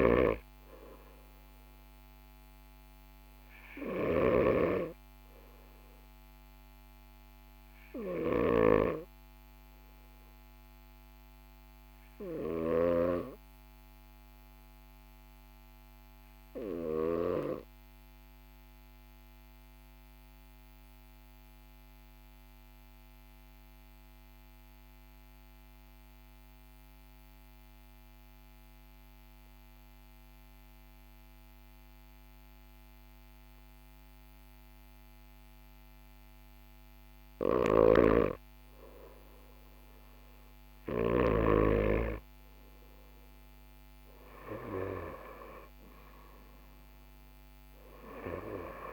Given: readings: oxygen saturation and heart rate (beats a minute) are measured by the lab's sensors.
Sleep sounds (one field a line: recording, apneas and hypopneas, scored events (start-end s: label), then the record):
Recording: breathing in sleep by a microphone on the trachea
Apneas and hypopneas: 1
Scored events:
0.00-12.50 s: snoring (device-marked)
15.50-38.00 s: obstructive apnea (oxygen 98% before, 94% lowest, heart rate 42 before, 41 extreme, up 2 after)
37.00-41.00 s: snoring (device-marked)
40.50-44.50 s: arousal
From the record:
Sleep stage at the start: N2 (light sleep)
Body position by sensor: on the right side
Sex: male